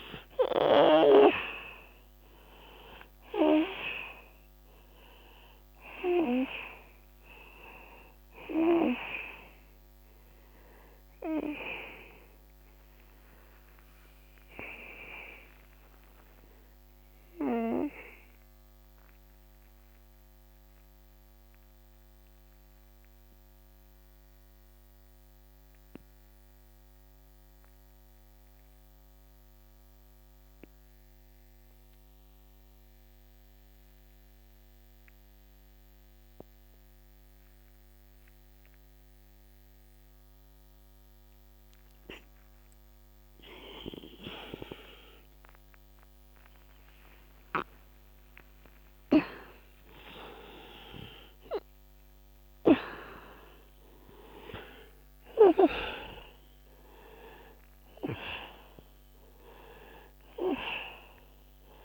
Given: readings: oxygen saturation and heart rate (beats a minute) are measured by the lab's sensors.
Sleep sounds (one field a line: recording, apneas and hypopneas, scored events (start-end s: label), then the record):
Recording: breathing in sleep by a microphone on the trachea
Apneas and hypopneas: 1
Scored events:
0.00-25.50 s: oxygen desaturation (device-marked, oxygen 86% lowest, heart rate 29 extreme)
17.50-43.50 s: mixed apnea (oxygen 94% before, 83% lowest, heart rate 46 before, 47 extreme)
44.50-61.85 s: oxygen desaturation (device-marked, oxygen 98% before, 83% lowest, heart rate 67 before, 47 extreme)
46.00-51.50 s: arousal
From the record:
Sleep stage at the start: N2 (light sleep)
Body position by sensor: on the back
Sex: male